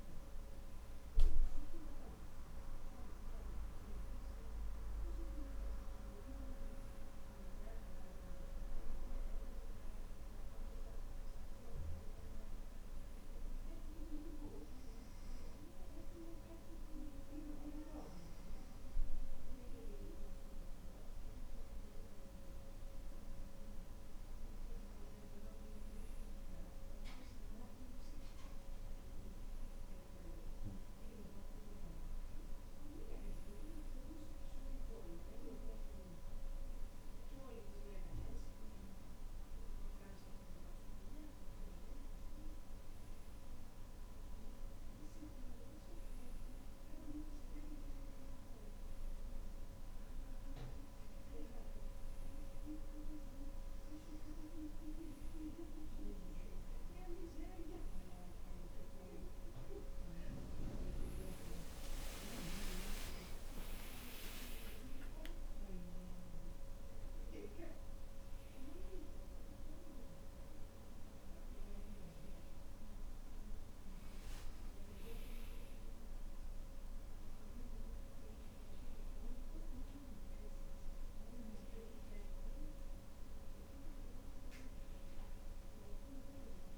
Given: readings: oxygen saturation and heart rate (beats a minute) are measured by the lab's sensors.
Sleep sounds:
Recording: breathing in sleep by a room microphone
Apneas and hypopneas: none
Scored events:
61.00-65.00 s: arousal
From the record:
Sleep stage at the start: N2 (light sleep)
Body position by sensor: on the back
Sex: male

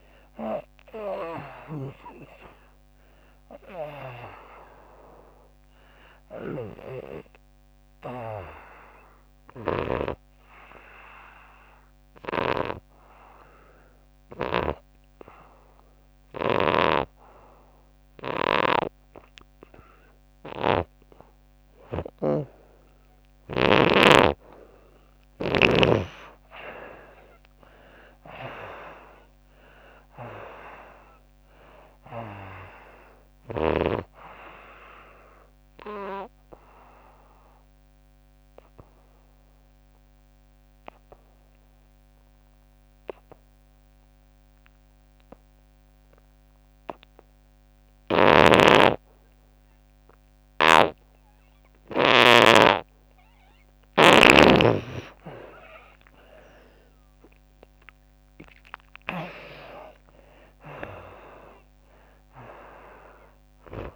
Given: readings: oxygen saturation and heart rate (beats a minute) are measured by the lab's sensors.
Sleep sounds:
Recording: breathing in sleep by a microphone on the trachea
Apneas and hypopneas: 2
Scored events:
0.00-18.00 s: oxygen desaturation (device-marked, oxygen 76% lowest, heart rate 76 extreme)
6.00-10.00 s: snoring (device-marked)
7.00-21.50 s: obstructive apnea (oxygen 98% before, 76% lowest, heart rate 122 before, 76 extreme, up 5 after)
24.00-42.00 s: oxygen desaturation (device-marked, oxygen 99% before, 85% lowest, heart rate 96 before, 74 extreme)
24.50-29.00 s: arousal
36.00-48.50 s: obstructive apnea (oxygen 99% before, 76% lowest, heart rate 83 before, 74 extreme, up 31 after)
48.00-52.50 s: snoring (device-marked)
50.00-63.96 s: oxygen desaturation (device-marked, oxygen 95% before, 76% lowest, heart rate 85 before, 73 extreme)
52.50-56.00 s: arousal
From the record:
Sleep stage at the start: N2 (light sleep)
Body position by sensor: on the back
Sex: female

